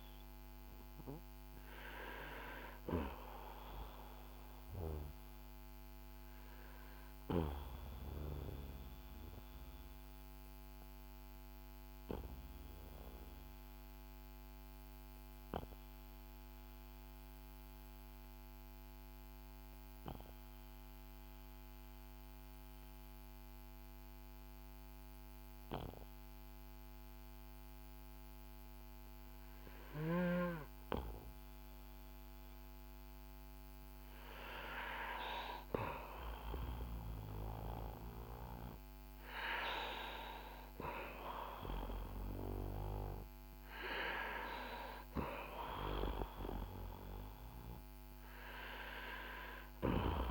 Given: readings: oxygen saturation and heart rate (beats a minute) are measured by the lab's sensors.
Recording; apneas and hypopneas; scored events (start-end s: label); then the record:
breathing in sleep by a microphone on the trachea; 1
7.50-33.50 s: obstructive apnea (oxygen 97% before, 91% lowest, heart rate 58 before, 48 extreme, up 9 after)
35.00-39.50 s: arousal
39.50-50.31 s: oxygen desaturation (device-marked, oxygen 97% before, 91% lowest, heart rate 54 before, 45 extreme)
From the record:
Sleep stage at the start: N2 (light sleep); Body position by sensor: on the back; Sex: male